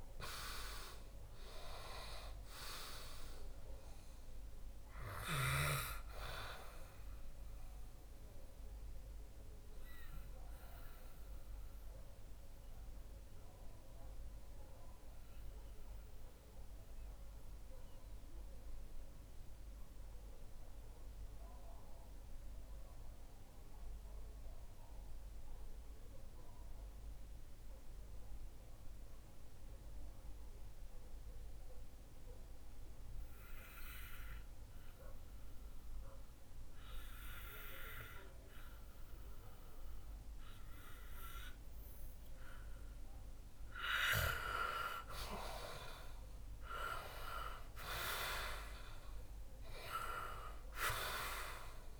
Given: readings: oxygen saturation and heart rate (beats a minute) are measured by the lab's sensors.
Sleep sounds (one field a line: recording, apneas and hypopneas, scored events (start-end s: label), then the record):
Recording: breathing in sleep by a room microphone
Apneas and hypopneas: 1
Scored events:
0.00-24.50 s: oxygen desaturation (device-marked, oxygen 88% lowest, heart rate 58 extreme)
7.50-43.00 s: mixed apnea (oxygen 98% before, 88% lowest, heart rate 68 before, 58 extreme, up 9 after)
44.50-52.00 s: oxygen desaturation (device-marked, oxygen 97% before, 89% lowest, heart rate 65 before, 58 extreme)
45.50-49.50 s: arousal
From the record:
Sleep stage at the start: N2 (light sleep)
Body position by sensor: on the back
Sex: male